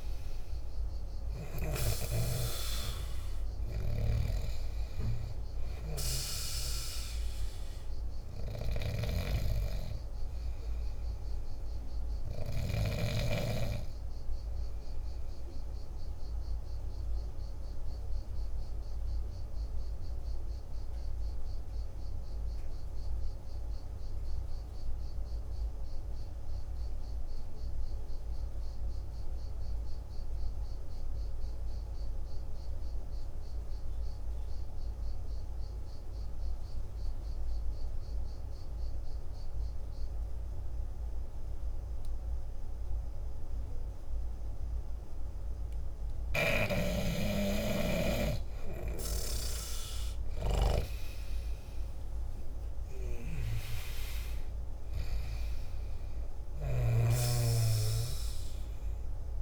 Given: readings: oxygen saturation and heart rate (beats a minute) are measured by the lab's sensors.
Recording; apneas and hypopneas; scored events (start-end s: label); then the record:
breathing in sleep by a room microphone; 1
0.00-24.00 s: oxygen desaturation (device-marked, oxygen 85% lowest, heart rate 48 extreme)
8.50-13.00 s: snoring (device-marked)
18.50-45.00 s: obstructive apnea (oxygen 96% before, 86% lowest, heart rate 55 before, 47 extreme, up 7 after)
43.00-59.42 s: oxygen desaturation (device-marked, oxygen 99% before, 86% lowest, heart rate 49 before, 47 extreme)
46.00-50.50 s: snoring (device-marked)
48.50-52.50 s: arousal
From the record:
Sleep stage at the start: N2 (light sleep); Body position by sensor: on the back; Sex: male